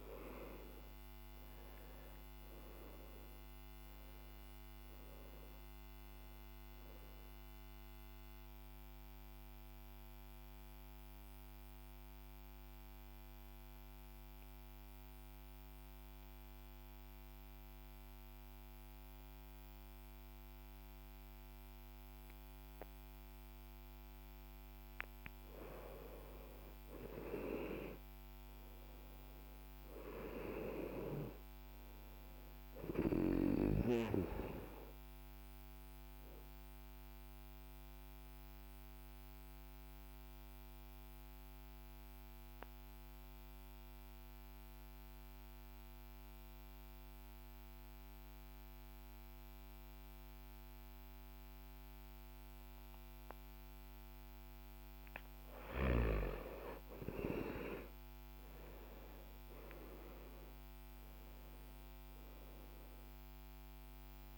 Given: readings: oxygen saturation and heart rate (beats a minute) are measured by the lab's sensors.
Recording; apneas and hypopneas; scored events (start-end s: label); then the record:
breathing in sleep by a microphone on the trachea; 2
0.00-2.00 s: arousal
0.00-2.00 s: oxygen desaturation (device-marked, oxygen 93% lowest, heart rate 46 extreme)
8.50-24.50 s: central apnea (oxygen 98% before, 93% lowest, heart rate 57 before, 46 extreme, up 16 after)
24.00-31.00 s: oxygen desaturation (device-marked, oxygen 97% before, 93% lowest, heart rate 53 before, 47 extreme)
28.00-32.50 s: arousal
38.00-54.00 s: mixed apnea (oxygen 98% before, 92% lowest, heart rate 53 before, 46 extreme, up 18 after)
55.00-58.00 s: oxygen desaturation (device-marked, oxygen 97% before, 93% lowest, heart rate 49 before, 46 extreme)
59.00-64.00 s: arousal
From the record:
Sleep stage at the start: N2 (light sleep); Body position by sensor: on the back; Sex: male